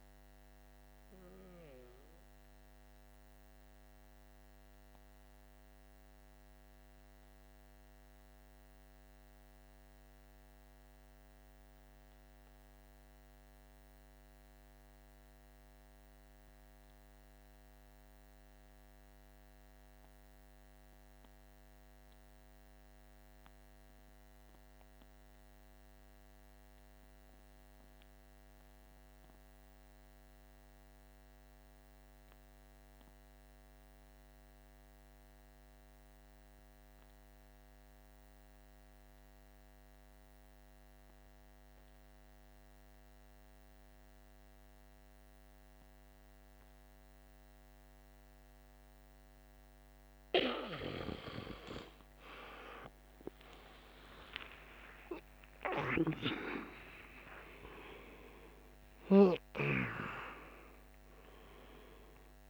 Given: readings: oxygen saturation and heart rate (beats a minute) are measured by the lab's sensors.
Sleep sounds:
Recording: breathing in sleep by a microphone on the trachea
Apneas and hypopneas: 1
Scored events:
0.00-10.50 s: oxygen desaturation (device-marked, oxygen 87% lowest, heart rate 46 extreme)
2.00-50.00 s: obstructive apnea (oxygen 97% before, 73% lowest, heart rate 52 before, 47 extreme, up 18 after)
21.50-62.50 s: new sleep stage, REM sleep
25.50-34.50 s: oxygen desaturation (device-marked, oxygen 98% before, 94% lowest, heart rate 48 before, 48 extreme)
41.50-62.50 s: oxygen desaturation (device-marked, oxygen 95% before, 73% lowest, heart rate 51 before, 50 extreme)
52.50-58.50 s: arousal
From the record:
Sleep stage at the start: N2 (light sleep)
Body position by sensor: on the back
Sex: male

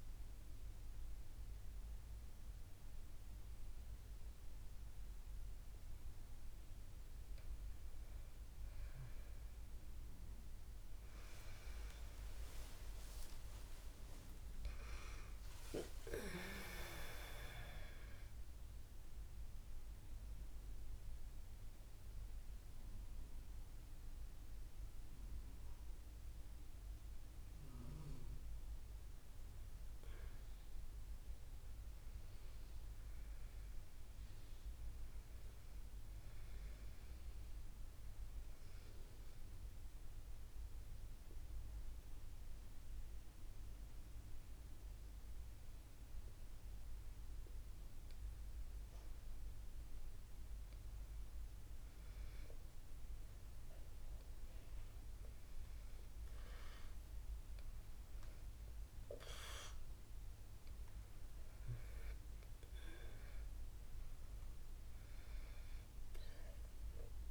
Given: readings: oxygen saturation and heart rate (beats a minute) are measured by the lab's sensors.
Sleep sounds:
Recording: a person partly awake in a sleep study, by a room microphone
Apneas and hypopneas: 2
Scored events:
19.50-30.50 s: central apnea (oxygen 99% before, 96% lowest, heart rate 73 before, 65 extreme)
19.50-67.31 s: new sleep stage, N2 (light sleep)
32.00-35.50 s: arousal
38.00-48.00 s: obstructive apnea (oxygen 99% before, 95% lowest, heart rate 78 before, 68 extreme, up 7 after)
50.00-54.00 s: arousal
From the record:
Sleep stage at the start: awake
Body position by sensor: on the back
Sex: female

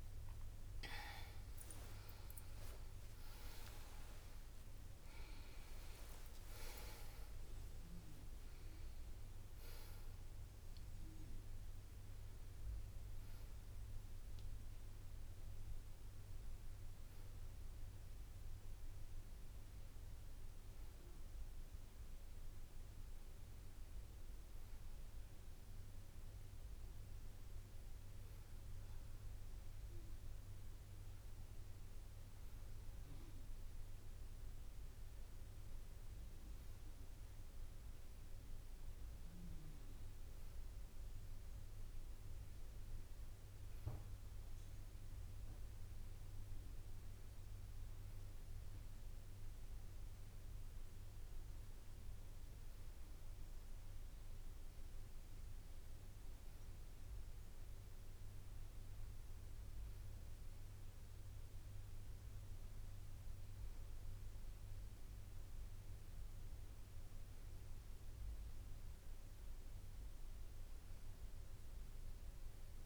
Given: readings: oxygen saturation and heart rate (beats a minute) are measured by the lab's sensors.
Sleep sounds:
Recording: a person partly awake in a sleep study, hard to hear, by a room microphone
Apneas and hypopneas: none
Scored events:
19.50-72.86 s: new sleep stage, N1 (lightest sleep)
From the record:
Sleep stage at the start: awake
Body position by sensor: on the back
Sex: female

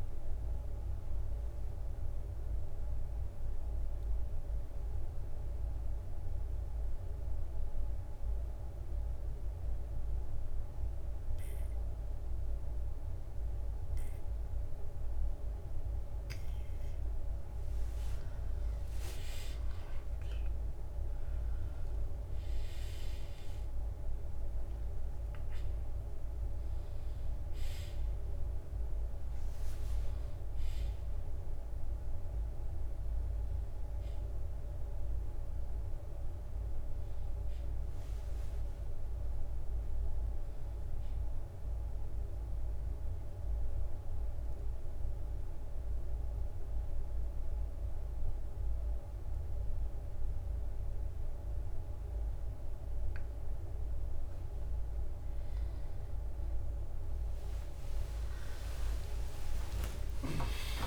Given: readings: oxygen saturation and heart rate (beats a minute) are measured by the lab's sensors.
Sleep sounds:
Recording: breathing in sleep, hard to hear, by a room microphone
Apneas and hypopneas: 2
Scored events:
5.00-15.00 s: bradycardia (device-marked, heart rate 67 before, 56 extreme)
5.00-17.50 s: obstructive apnea (oxygen 97% before, 94% lowest, heart rate 66 before, 56 extreme, up 10 after)
19.00-23.50 s: arousal
20.00-32.00 s: drop in pulse transit time (device-marked, heart rate 60 before, 61 extreme)
41.50-54.50 s: obstructive apnea (oxygen 97% before, 94% lowest, heart rate 65 before, 59 extreme)
46.00-50.00 s: bradycardia (device-marked, heart rate 66 before, 59 extreme)
56.00-60.86 s: tachycardia (device-marked, heart rate 66 before, 189 extreme)
58.00-60.00 s: long interval between heartbeats (device-marked, heart rate 62 before, 92 extreme)
58.00-60.86 s: arousal
From the record:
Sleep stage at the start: N2 (light sleep)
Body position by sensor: on the back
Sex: male

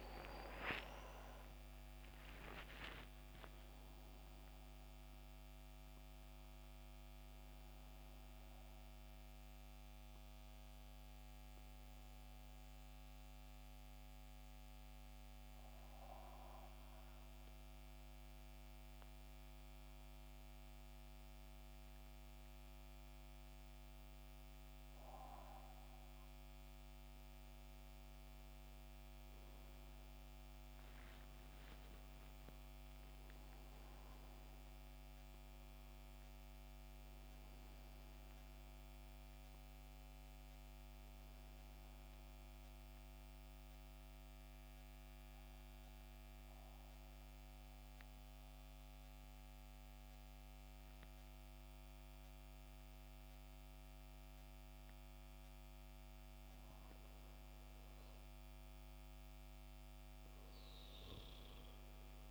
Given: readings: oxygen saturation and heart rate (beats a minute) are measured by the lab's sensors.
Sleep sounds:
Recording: breathing in sleep, hard to hear, by a microphone on the trachea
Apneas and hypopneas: 2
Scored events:
0.00-24.00 s: oxygen desaturation (device-marked, oxygen 87% lowest, heart rate 66 extreme)
3.00-8.00 s: arousal
13.00-26.50 s: hypopnea (oxygen 93% before, 87% lowest, heart rate 79 before, 66 extreme, up 11 after)
30.50-34.00 s: arousal
36.00-58.00 s: oxygen desaturation (device-marked, oxygen 95% before, 88% lowest, heart rate 70 before, 65 extreme)
44.00-56.00 s: central apnea (oxygen 95% before, 86% lowest, heart rate 74 before, 66 extreme, up 4 after)
60.00-62.31 s: arousal
From the record:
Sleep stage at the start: N2 (light sleep)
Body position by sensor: on the back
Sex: male

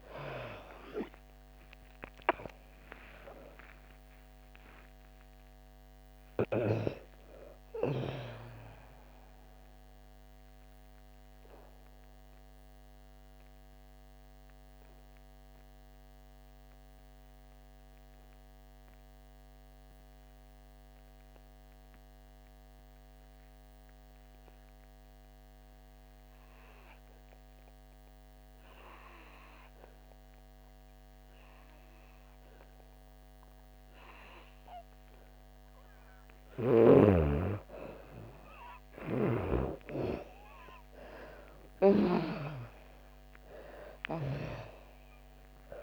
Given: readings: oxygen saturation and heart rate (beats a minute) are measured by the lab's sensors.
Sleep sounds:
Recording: breathing in sleep by a microphone on the trachea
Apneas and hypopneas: 1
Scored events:
0.00-1.50 s: arousal
0.00-27.00 s: oxygen desaturation (device-marked, oxygen 85% lowest, heart rate 55 extreme)
10.00-36.50 s: obstructive apnea (oxygen 98% before, 85% lowest, heart rate 71 before, 55 extreme, up 25 after)
35.00-45.83 s: oxygen desaturation (device-marked, oxygen 98% before, 85% lowest, heart rate 60 before, 61 extreme)
41.00-45.83 s: new sleep stage, awake
From the record:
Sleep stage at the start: N2 (light sleep)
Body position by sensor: on the back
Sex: female

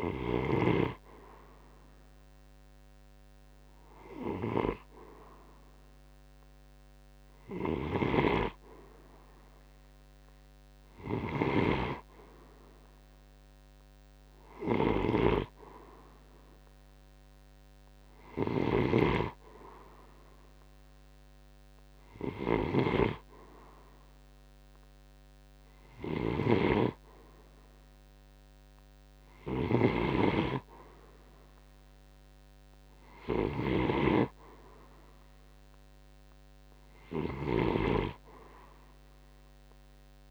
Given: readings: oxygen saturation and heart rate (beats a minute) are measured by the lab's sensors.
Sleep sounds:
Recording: breathing in sleep by a microphone on the trachea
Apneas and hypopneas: none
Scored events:
7.00-40.31 s: snoring (device-marked)
From the record:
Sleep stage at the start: N2 (light sleep)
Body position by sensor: on the right side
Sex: male

